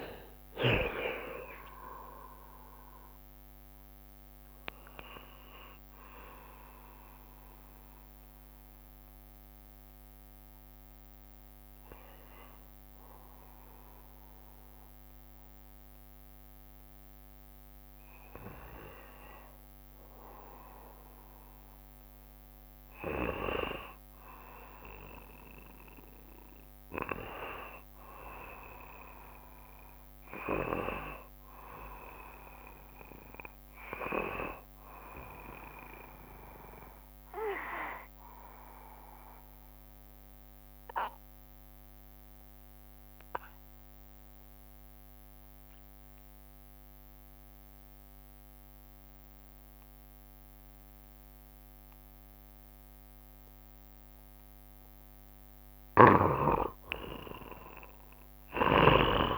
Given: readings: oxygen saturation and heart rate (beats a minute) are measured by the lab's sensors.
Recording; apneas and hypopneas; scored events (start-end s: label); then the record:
a person partly awake in a sleep study, by a microphone on the trachea; 2
0.00-2.50 s: oxygen desaturation (device-marked, oxygen 88% lowest, heart rate 69 extreme)
0.00-4.50 s: tachycardia (device-marked, heart rate 117 extreme)
1.50-3.50 s: long interval between heartbeats (device-marked, heart rate 80 before, 107 extreme)
9.50-59.38 s: new sleep stage, N1 (lightest sleep)
10.00-23.50 s: hypopnea (oxygen 93% before, 81% lowest, heart rate 87 before, 67 extreme, up 19 after)
19.00-21.00 s: long interval between heartbeats (device-marked, heart rate 86 before, 77 extreme)
23.50-25.50 s: long interval between heartbeats (device-marked, heart rate 84 before, 87 extreme)
26.00-30.00 s: arousal
38.00-40.00 s: long interval between heartbeats (device-marked, heart rate 77 before, 75 extreme)
38.00-55.00 s: obstructive apnea (oxygen 92% before, 81% lowest, heart rate 77 before, 66 extreme, up 2 after)
57.00-59.38 s: arousal
57.50-59.38 s: oxygen desaturation (device-marked, oxygen 89% before, 81% lowest, heart rate 71 before, 66 extreme)
From the record:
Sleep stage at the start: awake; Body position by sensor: on the back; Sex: male